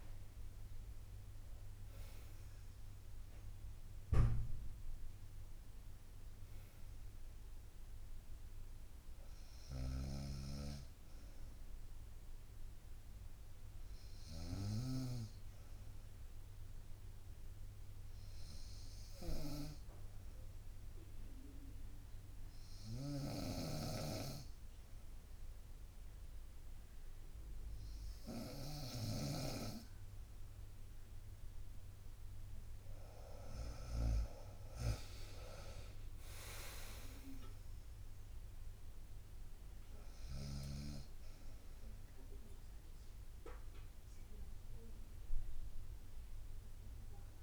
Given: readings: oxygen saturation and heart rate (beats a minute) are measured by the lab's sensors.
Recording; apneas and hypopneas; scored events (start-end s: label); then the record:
breathing in sleep by a room microphone; 1
0.00-10.50 s: drop in pulse transit time (device-marked, heart rate 65 extreme)
3.50-8.00 s: arousal
9.50-34.00 s: snoring (device-marked)
11.50-31.50 s: obstructive apnea (oxygen 95% before, 92% lowest, heart rate 66 before, 63 extreme, up 6 after)
33.50-36.50 s: arousal
34.50-47.43 s: drop in pulse transit time (device-marked, heart rate 64 before, 65 extreme)
From the record:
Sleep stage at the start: N2 (light sleep); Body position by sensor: on the right side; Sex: female